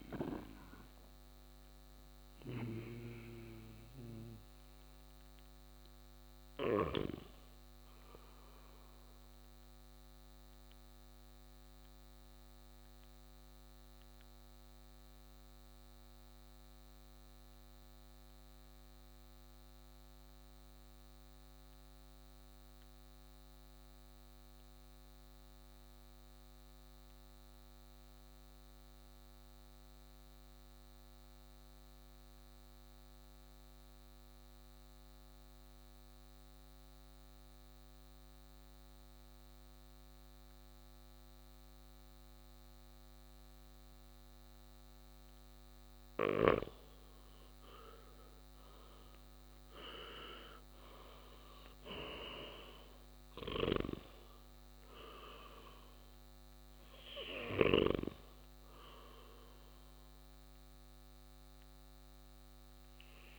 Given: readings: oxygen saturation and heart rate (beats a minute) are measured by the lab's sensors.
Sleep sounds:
breathing in sleep by a microphone on the trachea; 1
0.00-19.50 s: oxygen desaturation (device-marked, oxygen 88% lowest, heart rate 53 extreme)
9.50-46.50 s: obstructive apnea (oxygen 97% before, 87% lowest, heart rate 64 before, 53 extreme, up 8 after)
35.50-63.39 s: oxygen desaturation (device-marked, oxygen 99% before, 87% lowest, heart rate 56 before, 56 extreme)
49.00-52.50 s: arousal
53.50-58.00 s: snoring (device-marked)
From the record:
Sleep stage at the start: N2 (light sleep); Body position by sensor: on the right side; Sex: male

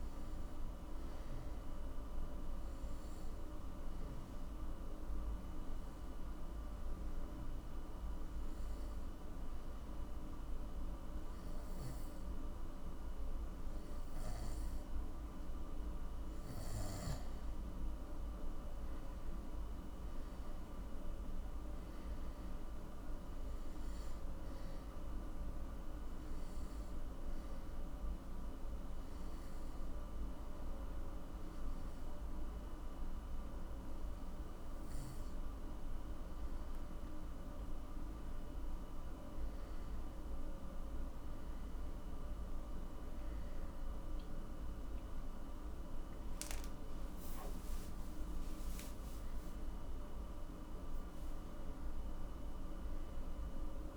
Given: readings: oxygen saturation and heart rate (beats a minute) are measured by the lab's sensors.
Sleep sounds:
breathing in sleep, hard to hear, by a room microphone; 2
4.50-16.00 s: obstructive apnea (oxygen 97% before, 92% lowest, heart rate 62 before, 51 extreme, up 12 after)
18.50-21.50 s: arousal
27.00-37.00 s: obstructive apnea (oxygen 97% before, 92% lowest, heart rate 61 before, 57 extreme, up 14 after)
29.00-41.00 s: oxygen desaturation (device-marked, oxygen 97% before, 92% lowest, heart rate 60 before, 58 extreme)
39.50-46.00 s: arousal
From the record:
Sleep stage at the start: N2 (light sleep); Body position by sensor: on the back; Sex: male

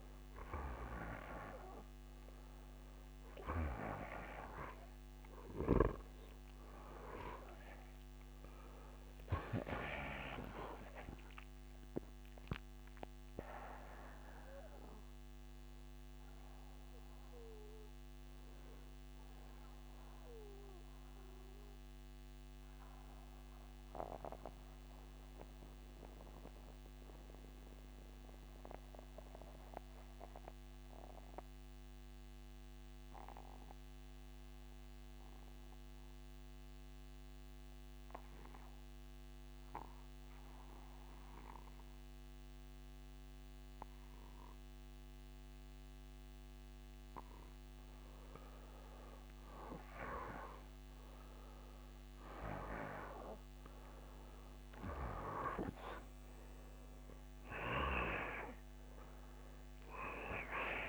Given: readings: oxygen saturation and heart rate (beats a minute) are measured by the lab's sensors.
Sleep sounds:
breathing in sleep by a microphone on the trachea; 1
0.00-1.50 s: arousal
0.00-17.00 s: oxygen desaturation (device-marked, oxygen 88% lowest, heart rate 60 extreme)
20.00-46.00 s: mixed apnea (oxygen 96% before, 84% lowest, heart rate 63 before, 60 extreme, up 2 after)
42.00-60.89 s: oxygen desaturation (device-marked, oxygen 96% before, 84% lowest, heart rate 61 before, 61 extreme)
48.00-52.00 s: arousal
From the record:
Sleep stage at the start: N2 (light sleep); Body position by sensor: on the back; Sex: male

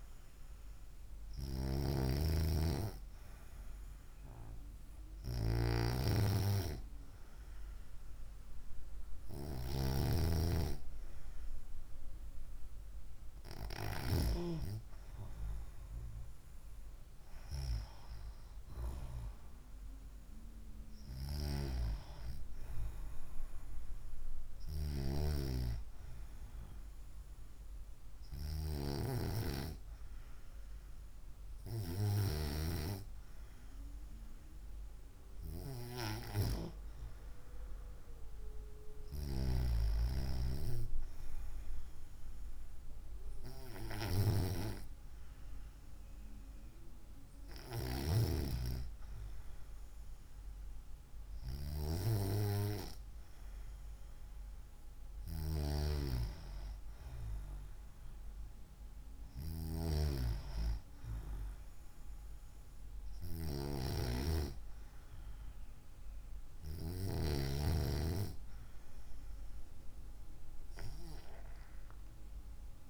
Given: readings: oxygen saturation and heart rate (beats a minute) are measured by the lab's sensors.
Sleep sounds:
breathing in sleep by a room microphone; none
none scored
From the record:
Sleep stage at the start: N2 (light sleep); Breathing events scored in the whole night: 130 in 5.5 hours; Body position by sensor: on the right side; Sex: female

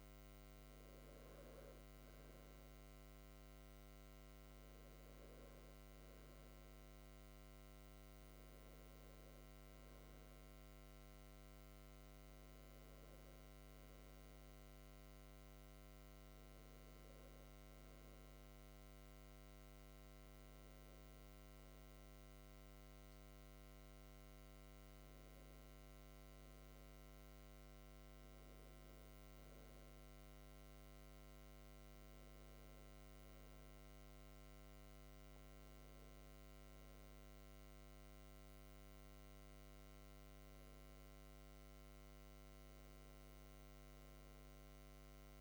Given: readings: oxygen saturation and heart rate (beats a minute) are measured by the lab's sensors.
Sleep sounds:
breathing in sleep, hard to hear, by a microphone on the trachea; none
none scored
From the record:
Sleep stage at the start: N2 (light sleep); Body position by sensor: on the back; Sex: male

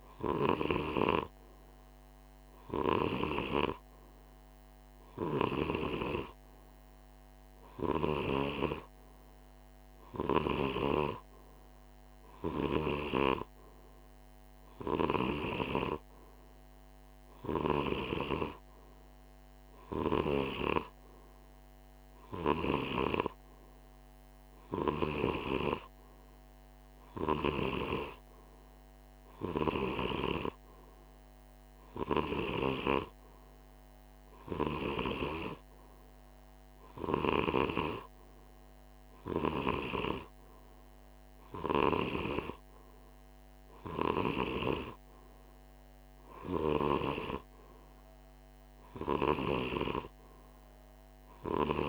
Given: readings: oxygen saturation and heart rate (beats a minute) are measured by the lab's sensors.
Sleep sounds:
breathing in sleep by a microphone on the trachea; none
none scored
From the record:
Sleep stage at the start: N2 (light sleep); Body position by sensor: on the right side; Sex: male

